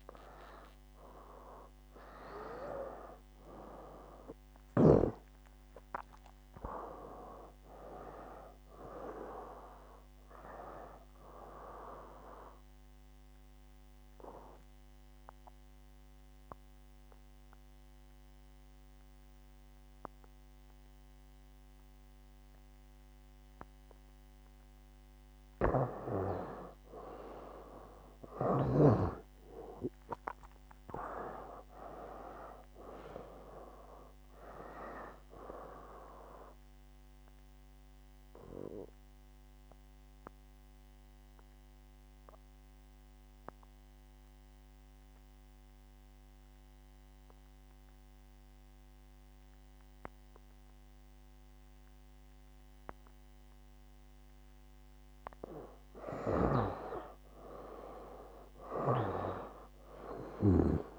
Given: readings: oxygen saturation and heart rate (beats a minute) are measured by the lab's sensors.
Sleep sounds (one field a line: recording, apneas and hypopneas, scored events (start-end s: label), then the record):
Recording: breathing in sleep by a microphone on the trachea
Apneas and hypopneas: 2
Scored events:
13.50-26.00 s: obstructive apnea (oxygen 97% before, 83% lowest, heart rate 71 before, 64 extreme, up 9 after)
14.50-28.50 s: oxygen desaturation (device-marked, oxygen 97% before, 94% lowest, heart rate 71 before, 64 extreme)
29.00-33.00 s: arousal
33.50-52.50 s: oxygen desaturation (device-marked, oxygen 97% before, 88% lowest, heart rate 68 before, 63 extreme)
37.50-54.50 s: obstructive apnea (oxygen 97% before, 83% lowest, heart rate 68 before, 63 extreme, up 2 after)
56.50-60.98 s: snoring (device-marked)
57.00-60.00 s: arousal
From the record:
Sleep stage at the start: N2 (light sleep)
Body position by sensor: on the back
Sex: male